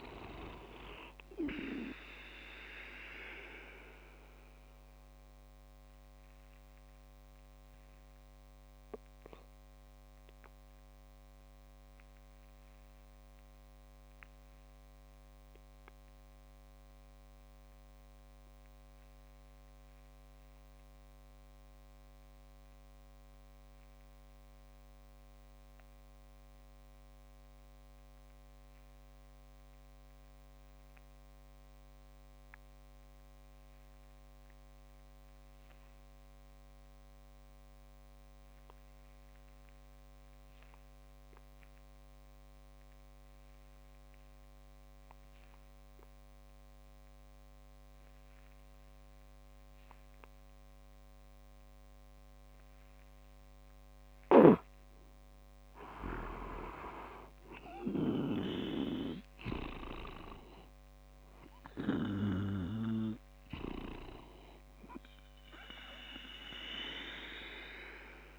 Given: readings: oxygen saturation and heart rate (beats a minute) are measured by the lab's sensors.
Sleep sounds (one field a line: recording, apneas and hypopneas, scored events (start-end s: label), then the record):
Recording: breathing in sleep by a microphone on the trachea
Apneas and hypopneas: 1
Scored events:
0.00-15.50 s: oxygen desaturation (device-marked, oxygen 91% lowest)
3.50-53.50 s: obstructive apnea (oxygen 99% before, 87% lowest)
46.50-68.39 s: oxygen desaturation (device-marked, oxygen 98% before, 90% lowest)
47.50-68.39 s: new sleep stage, N2 (light sleep)
54.00-58.50 s: snoring (device-marked)
56.00-61.00 s: arousal
From the record:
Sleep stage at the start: REM sleep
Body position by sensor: on the back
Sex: male